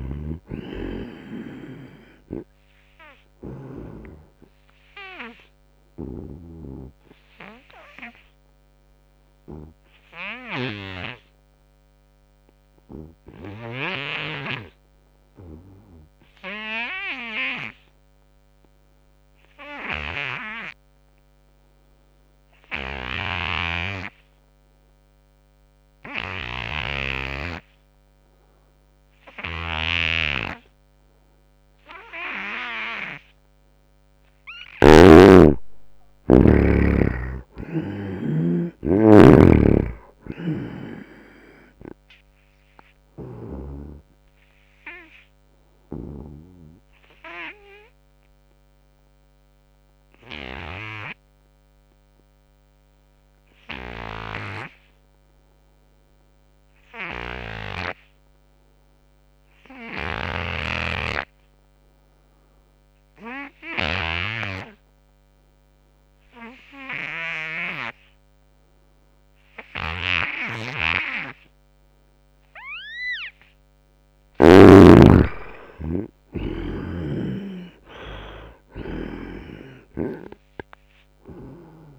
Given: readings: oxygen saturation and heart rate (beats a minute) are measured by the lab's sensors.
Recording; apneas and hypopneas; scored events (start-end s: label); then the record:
breathing in sleep by a microphone on the trachea; 2
0.00-6.50 s: snoring (device-marked)
0.00-19.00 s: oxygen desaturation (device-marked, oxygen 71% lowest, heart rate 70 extreme)
4.00-33.50 s: obstructive apnea (oxygen 98% before, 70% lowest, heart rate 80 before, 70 extreme, up 17 after)
29.00-56.00 s: oxygen desaturation (device-marked, oxygen 97% before, 73% lowest, heart rate 86 before, 65 extreme)
29.50-35.00 s: snoring (device-marked)
34.50-38.50 s: arousal
39.50-43.50 s: snoring (device-marked)
45.00-72.50 s: obstructive apnea (oxygen 97% before, 69% lowest, heart rate 80 before, 65 extreme, up 22 after)
58.00-81.99 s: oxygen desaturation (device-marked, oxygen 98% before, 70% lowest, heart rate 87 before, 65 extreme)
74.00-78.50 s: arousal
From the record:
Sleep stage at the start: N2 (light sleep); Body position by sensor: on the right side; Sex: male